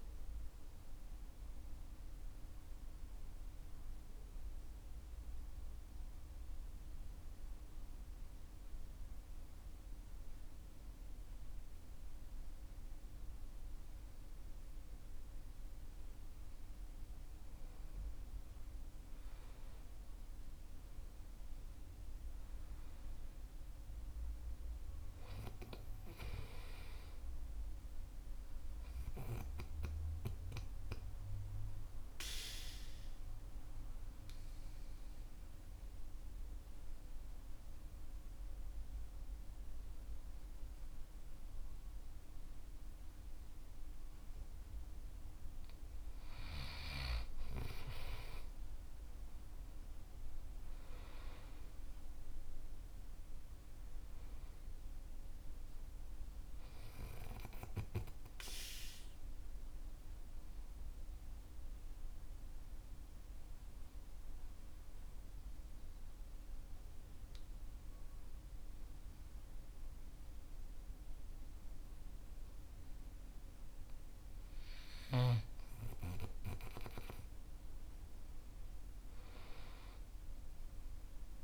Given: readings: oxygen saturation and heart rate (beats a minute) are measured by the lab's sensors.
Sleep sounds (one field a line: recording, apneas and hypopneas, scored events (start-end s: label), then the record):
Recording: breathing in sleep by a room microphone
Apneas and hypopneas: 3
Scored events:
5.00-17.50 s: central apnea (oxygen 98% before, 92% lowest, heart rate 57 before, 49 extreme, up 14 after)
15.50-22.50 s: oxygen desaturation (device-marked, oxygen 97% before, 93% lowest, heart rate 53 before, 49 extreme)
20.50-24.50 s: arousal
29.50-50.50 s: oxygen desaturation (device-marked, oxygen 98% before, 92% lowest, heart rate 56 before, 47 extreme)
30.00-44.00 s: mixed apnea (oxygen 98% before, 92% lowest, heart rate 56 before, 48 extreme, up 14 after)
48.50-54.00 s: arousal
60.00-73.00 s: central apnea (oxygen 98% before, 92% lowest, heart rate 56 before, 47 extreme, up 12 after)
72.50-81.44 s: oxygen desaturation (device-marked, oxygen 95% before, 92% lowest, heart rate 53 before, 47 extreme)
78.00-81.44 s: arousal
From the record:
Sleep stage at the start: N2 (light sleep)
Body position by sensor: on the back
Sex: male